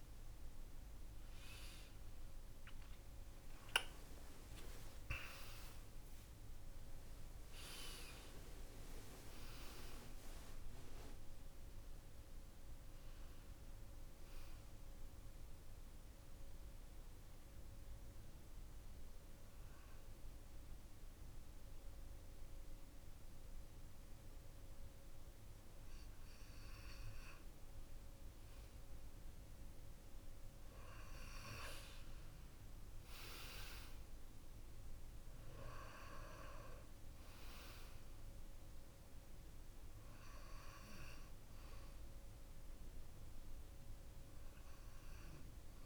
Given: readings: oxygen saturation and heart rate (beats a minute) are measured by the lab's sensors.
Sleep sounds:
breathing in sleep by a room microphone; 1
0.00-29.00 s: oxygen desaturation (device-marked, oxygen 91% lowest, heart rate 52 extreme)
0.50-5.50 s: arousal
13.00-26.50 s: hypopnea (oxygen 96% before, 91% lowest, heart rate 67 before, 52 extreme, up 15 after)
29.50-33.50 s: arousal
41.00-45.86 s: oxygen desaturation (device-marked, oxygen 96% before, 92% lowest, heart rate 62 before, 52 extreme)
From the record:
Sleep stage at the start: N2 (light sleep); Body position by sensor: on the back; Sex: male

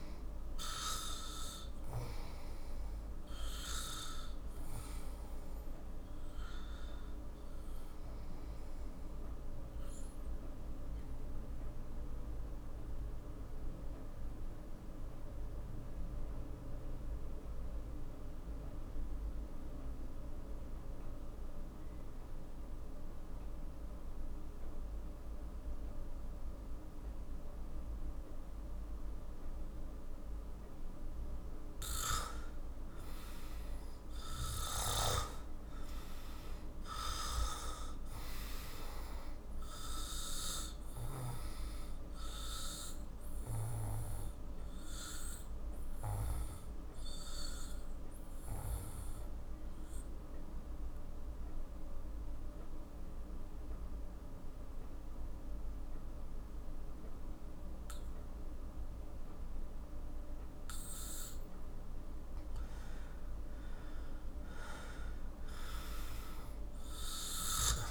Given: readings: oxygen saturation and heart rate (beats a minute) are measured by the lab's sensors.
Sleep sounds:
breathing in sleep by a room microphone; 2
0.00-15.50 s: oxygen desaturation (device-marked, oxygen 90% lowest, heart rate 46 extreme)
11.00-31.00 s: mixed apnea (oxygen 97% before, 92% lowest, heart rate 56 before, 46 extreme, up 12 after)
33.00-37.00 s: arousal
38.50-55.50 s: oxygen desaturation (device-marked, oxygen 96% before, 92% lowest, heart rate 50 before, 48 extreme)
44.50-61.00 s: obstructive apnea (oxygen 98% before, 87% lowest, heart rate 54 before, 48 extreme, up 14 after)
64.50-67.91 s: arousal
From the record:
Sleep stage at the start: REM sleep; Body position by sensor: on the back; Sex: male

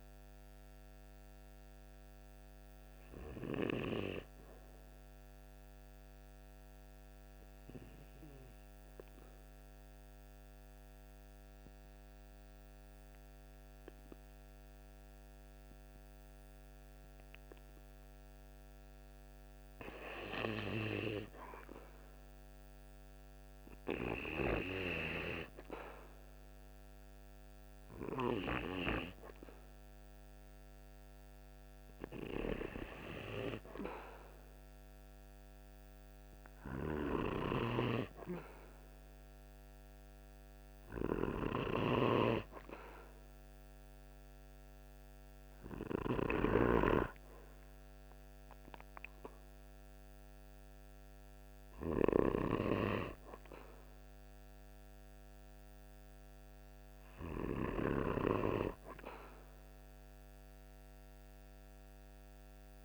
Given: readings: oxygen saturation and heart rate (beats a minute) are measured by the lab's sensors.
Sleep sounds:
breathing in sleep by a microphone on the trachea; 1
0.00-6.00 s: oxygen desaturation (device-marked, oxygen 93% lowest, heart rate 47 extreme)
6.00-19.00 s: obstructive apnea (oxygen 96% before, 93% lowest, heart rate 48 before, 48 extreme, up 1 after)
20.50-24.50 s: arousal
34.00-47.00 s: oxygen desaturation (device-marked, oxygen 96% before, 93% lowest, heart rate 49 before, 47 extreme)
37.00-46.50 s: snoring (device-marked)
59.50-62.85 s: arousal
From the record:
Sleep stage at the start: N2 (light sleep); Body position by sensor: on the right side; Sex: male

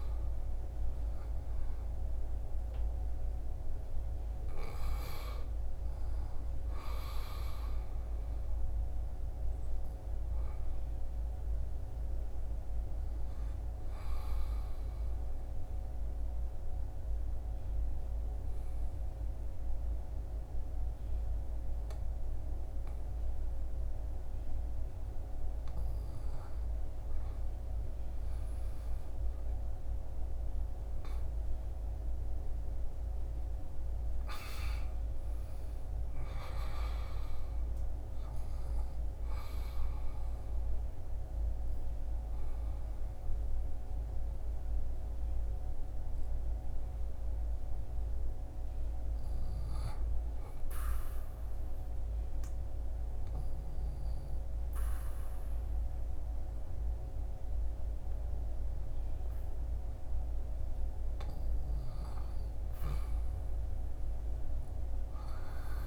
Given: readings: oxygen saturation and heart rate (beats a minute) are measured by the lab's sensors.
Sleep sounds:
breathing in sleep, hard to hear, by a room microphone; 2
0.00-1.00 s: arousal
13.50-24.50 s: obstructive apnea (oxygen 99% before, 94% lowest, heart rate 78 before, 69 extreme, up 13 after)
26.00-65.87 s: new sleep stage, N1 (lightest sleep)
26.50-31.00 s: arousal
42.50-61.50 s: obstructive apnea (oxygen 99% before, 94% lowest, heart rate 80 before, 75 extreme, up 6 after)
64.00-65.87 s: arousal
From the record:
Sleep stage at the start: N2 (light sleep); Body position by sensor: on the back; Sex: male

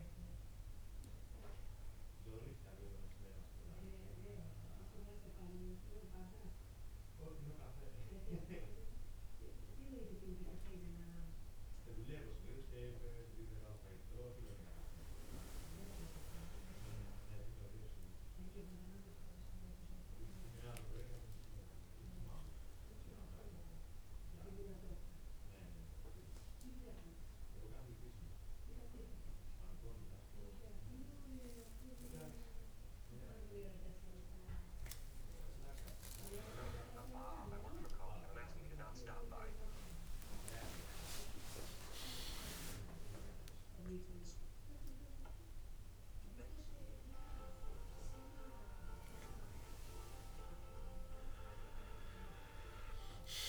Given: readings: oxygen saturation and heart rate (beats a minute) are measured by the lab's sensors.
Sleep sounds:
breathing in sleep by a room microphone; none
48.00-53.48 s: new sleep stage, awake
From the record:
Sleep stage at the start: N2 (light sleep); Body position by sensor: on the back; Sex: male

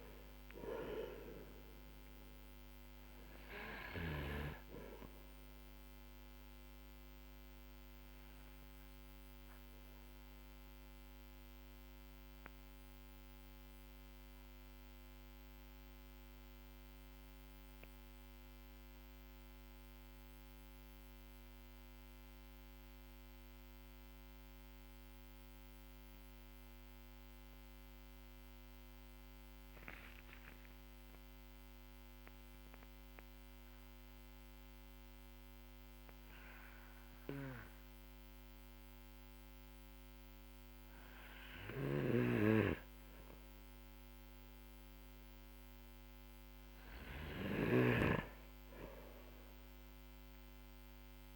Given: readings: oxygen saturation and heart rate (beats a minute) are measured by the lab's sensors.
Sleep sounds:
breathing in sleep by a microphone on the trachea; 1
5.50-27.50 s: oxygen desaturation (device-marked, oxygen 96% before, 92% lowest, heart rate 51 before, 43 extreme)
9.00-40.50 s: hypopnea (oxygen 98% before, 92% lowest, heart rate 49 before, 45 extreme, up 5 after)
41.00-51.36 s: snoring (device-marked)
43.50-48.00 s: arousal
From the record:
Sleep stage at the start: N2 (light sleep); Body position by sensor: on the back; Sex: male

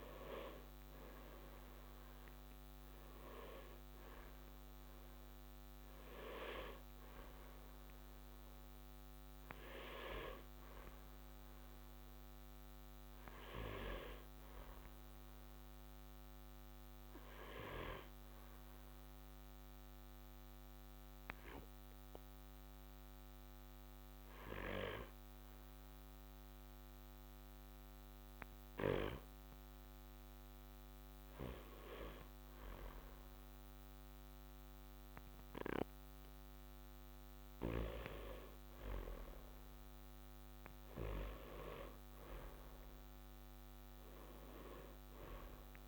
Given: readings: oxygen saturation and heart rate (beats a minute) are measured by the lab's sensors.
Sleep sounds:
breathing in sleep by a microphone on the trachea; 1
0.00-15.00 s: oxygen desaturation (device-marked, oxygen 91% lowest, heart rate 53 extreme)
10.00-14.00 s: arousal
16.50-32.50 s: hypopnea (oxygen 96% before, 95% lowest, heart rate 66 before, 53 extreme, up 13 after)
35.00-39.50 s: arousal
From the record:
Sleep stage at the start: N2 (light sleep); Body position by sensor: on the back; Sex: male

